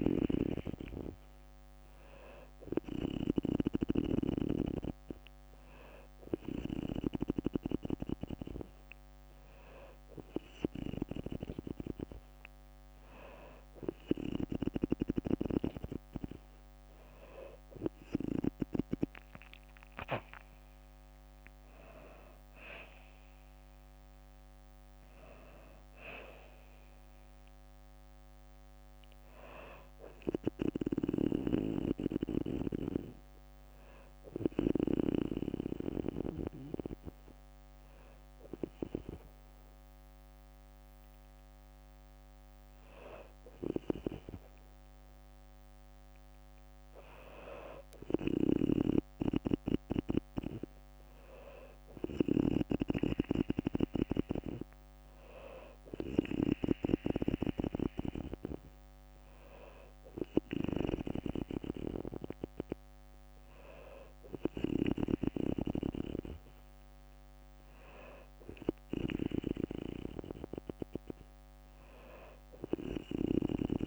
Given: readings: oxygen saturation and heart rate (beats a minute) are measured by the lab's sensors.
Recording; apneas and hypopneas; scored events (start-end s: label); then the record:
breathing in sleep by a microphone on the trachea; none
0.00-3.00 s: snoring (device-marked)
5.50-7.50 s: long interval between heartbeats (device-marked, heart rate 66 before, 70 extreme)
19.50-32.50 s: drop in pulse transit time (device-marked, heart rate 65 before, 62 extreme)
40.50-43.50 s: bradycardia (device-marked, heart rate 63 before, 60 extreme)
47.50-52.00 s: snoring (device-marked)
55.50-57.50 s: long interval between heartbeats (device-marked, heart rate 60 before, 71 extreme)
From the record:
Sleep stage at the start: N2 (light sleep); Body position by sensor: on the back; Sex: female